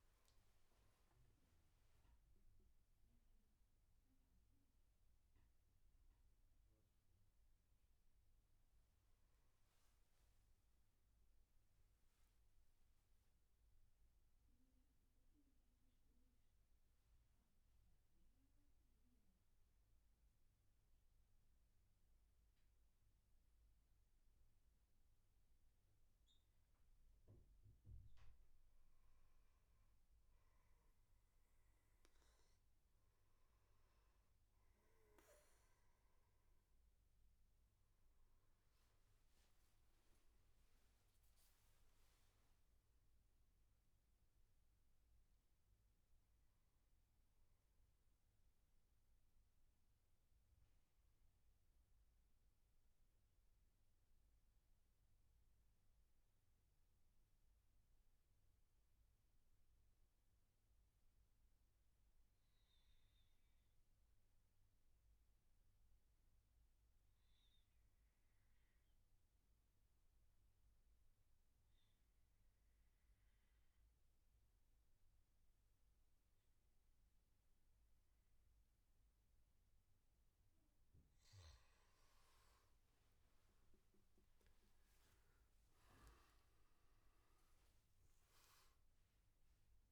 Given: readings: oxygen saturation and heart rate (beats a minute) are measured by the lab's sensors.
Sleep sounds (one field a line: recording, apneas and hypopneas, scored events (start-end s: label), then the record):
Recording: breathing in sleep, hard to hear, by a room microphone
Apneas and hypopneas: 2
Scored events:
0.00-6.00 s: oxygen desaturation (device-marked, oxygen 91% lowest, heart rate 64 extreme)
5.50-9.00 s: arousal
10.50-26.50 s: central apnea (oxygen 99% before, 93% lowest, heart rate 73 before, 63 extreme, up 13 after)
28.00-31.50 s: arousal
29.00-47.00 s: oxygen desaturation (device-marked, oxygen 98% before, 94% lowest, heart rate 71 before, 61 extreme)
46.00-80.00 s: mixed apnea (oxygen 99% before, 90% lowest, heart rate 77 before, 61 extreme, up 16 after)
72.00-89.92 s: oxygen desaturation (device-marked, oxygen 98% before, 90% lowest, heart rate 67 before, 61 extreme)
82.00-87.00 s: arousal
From the record:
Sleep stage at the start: N2 (light sleep)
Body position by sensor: on the back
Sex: male